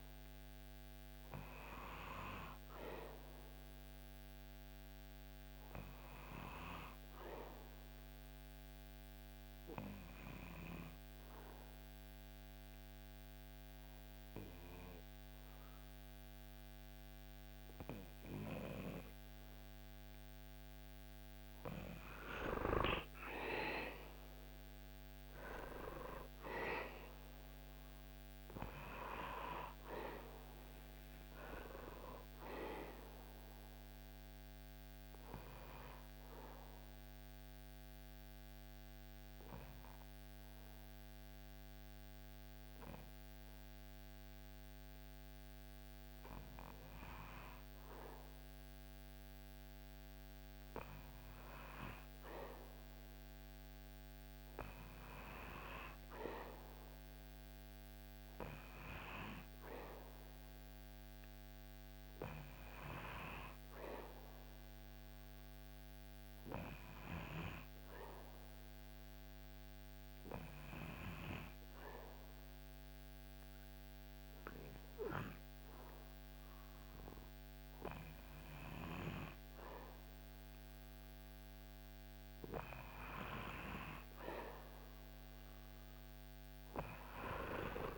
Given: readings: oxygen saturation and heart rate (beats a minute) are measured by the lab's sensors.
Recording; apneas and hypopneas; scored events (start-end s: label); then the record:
breathing in sleep by a microphone on the trachea; 3
8.00-21.00 s: obstructive apnea (oxygen 98% before, 95% lowest, heart rate 72 before, 62 extreme, up 6 after)
22.50-26.00 s: arousal
36.50-47.00 s: obstructive apnea (oxygen 98% before, 95% lowest, heart rate 77 before, 62 extreme, up 9 after)
50.50-55.50 s: arousal
62.00-81.50 s: obstructive apnea (oxygen 97% before, 95% lowest, heart rate 68 before, 71 extreme, up 2 after)
71.50-83.50 s: oxygen desaturation (device-marked, oxygen 99% before, 96% lowest, heart rate 71 before, 71 extreme)
83.50-87.98 s: arousal
From the record:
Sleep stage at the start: N2 (light sleep); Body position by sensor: on the back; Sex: male